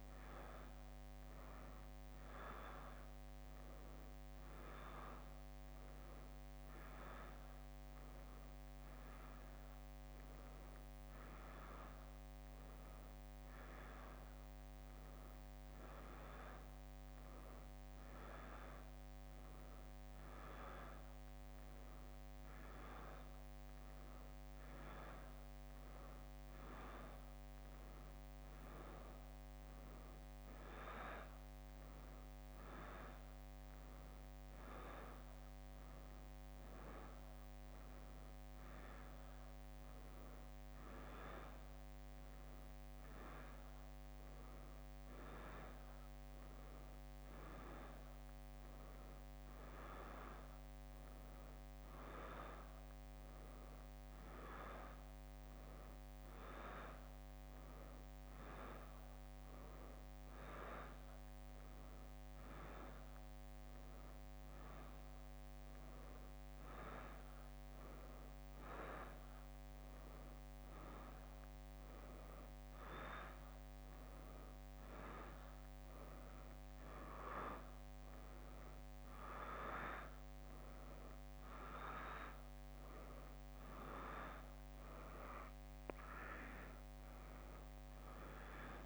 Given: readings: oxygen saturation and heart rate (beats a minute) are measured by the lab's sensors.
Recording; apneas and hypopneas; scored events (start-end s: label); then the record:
a person awake in a sleep study, by a microphone on the trachea; none
7.00-13.00 s: leg movement (device-marked)
15.50-22.50 s: leg movement (device-marked)
24.00-29.00 s: leg movement (device-marked)
31.50-39.00 s: leg movement (device-marked)
42.00-50.00 s: leg movement (device-marked)
53.00-60.50 s: leg movement (device-marked)
63.00-69.00 s: leg movement (device-marked)
85.50-88.86 s: leg movement (device-marked)
From the record:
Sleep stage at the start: awake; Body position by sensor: on the back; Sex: female